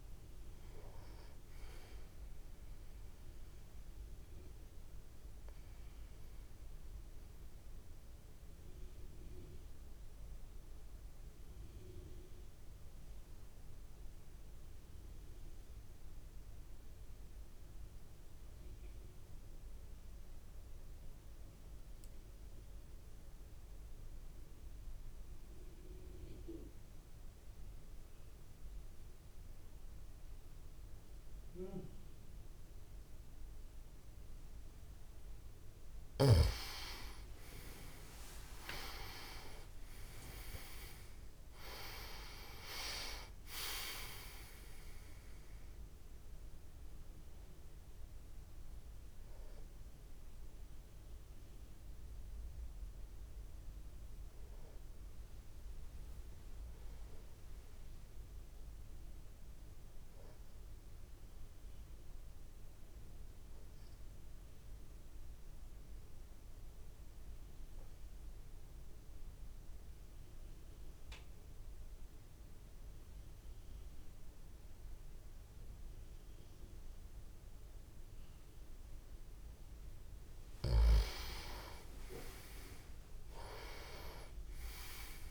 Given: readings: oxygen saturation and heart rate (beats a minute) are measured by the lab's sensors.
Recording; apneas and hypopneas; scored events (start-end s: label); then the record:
breathing in sleep by a room microphone; 2
0.00-18.00 s: oxygen desaturation (device-marked, oxygen 89% lowest)
3.50-34.50 s: obstructive apnea (oxygen 97% before, 88% lowest)
31.00-67.00 s: oxygen desaturation (device-marked, oxygen 98% before, 88% lowest)
37.00-41.50 s: arousal
65.50-80.50 s: obstructive apnea (oxygen 95% before, 89% lowest)
80.00-85.31 s: oxygen desaturation (device-marked, oxygen 98% before, 89% lowest)
80.50-85.31 s: snoring (device-marked)
82.00-85.31 s: arousal
From the record:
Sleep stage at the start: N2 (light sleep); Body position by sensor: on the back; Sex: male